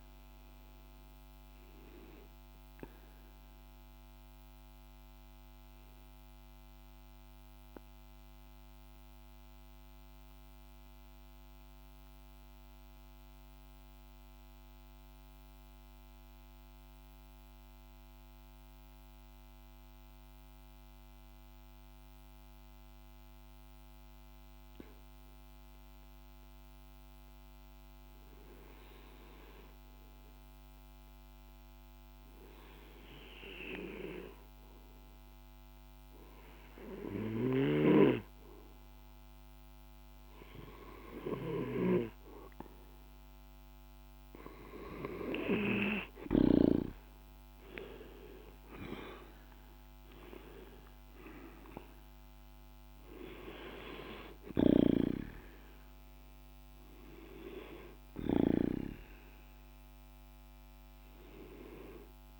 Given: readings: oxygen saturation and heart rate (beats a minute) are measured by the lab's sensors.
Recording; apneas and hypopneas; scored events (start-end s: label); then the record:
breathing in sleep by a microphone on the trachea; 1
0.00-13.00 s: oxygen desaturation (device-marked, oxygen 89% lowest, heart rate 46 extreme)
1.50-42.00 s: mixed apnea (oxygen 98% before, 90% lowest, heart rate 51 before, 46 extreme, up 4 after)
28.00-62.40 s: oxygen desaturation (device-marked, oxygen 99% before, 90% lowest, heart rate 47 before, 48 extreme)
46.50-50.50 s: arousal
From the record:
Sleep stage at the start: N2 (light sleep); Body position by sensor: on the back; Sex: male